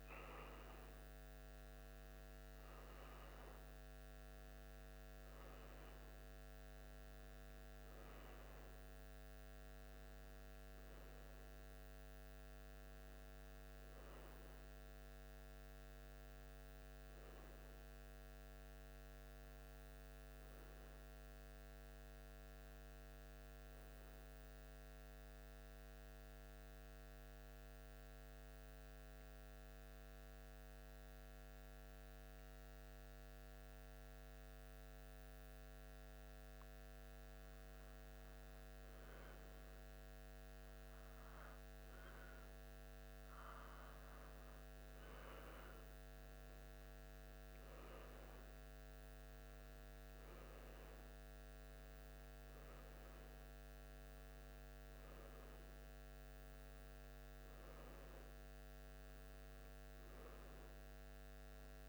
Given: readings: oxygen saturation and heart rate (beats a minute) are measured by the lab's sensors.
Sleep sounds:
breathing in sleep, hard to hear, by a microphone on the trachea; 1
0.00-13.00 s: oxygen desaturation (device-marked, oxygen 91% lowest, heart rate 75 extreme)
15.50-19.00 s: arousal
24.00-36.50 s: central apnea (oxygen 94% before, 93% lowest, heart rate 76 before, 74 extreme, up 1 after)
38.50-42.50 s: arousal
From the record:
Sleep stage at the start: N1 (lightest sleep); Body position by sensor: on the back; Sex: male

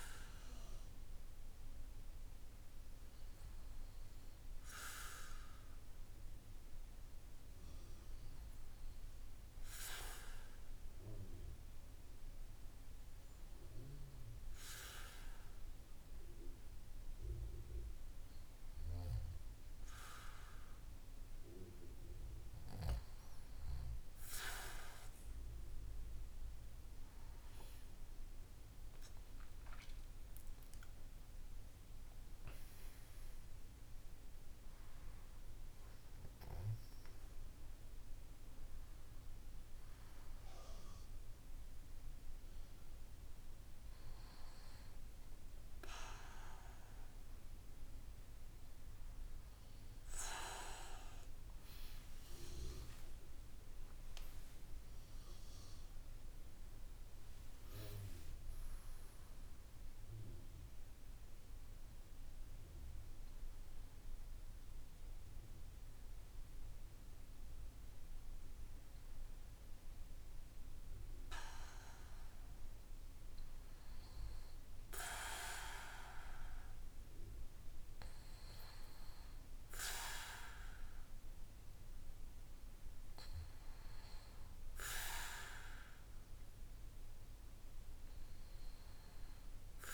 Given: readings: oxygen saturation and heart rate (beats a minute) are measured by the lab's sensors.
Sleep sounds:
breathing in sleep by a room microphone; 1
8.50-23.00 s: hypopnea (oxygen 96% before, 94% lowest, heart rate 53 before, 50 extreme, up 6 after)
26.00-30.50 s: arousal
51.00-55.50 s: arousal
From the record:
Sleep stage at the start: REM sleep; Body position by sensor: on the back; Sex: male

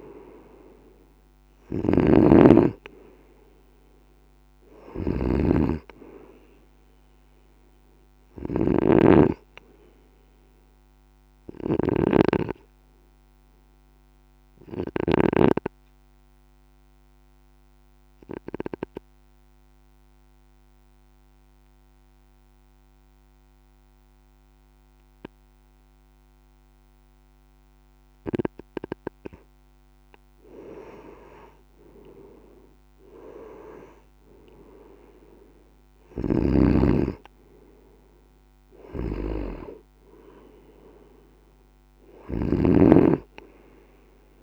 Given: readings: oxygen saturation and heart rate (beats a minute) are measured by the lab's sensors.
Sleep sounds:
breathing in sleep by a microphone on the trachea; 1
0.00-26.50 s: oxygen desaturation (device-marked, oxygen 91% lowest, heart rate 53 extreme)
1.50-15.50 s: snoring (device-marked)
14.50-30.50 s: obstructive apnea (oxygen 96% before, 91% lowest, heart rate 59 before, 52 extreme, up 8 after)
33.00-36.50 s: arousal
36.00-44.43 s: snoring (device-marked)
From the record:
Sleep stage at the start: N2 (light sleep); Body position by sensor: on the right side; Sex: male

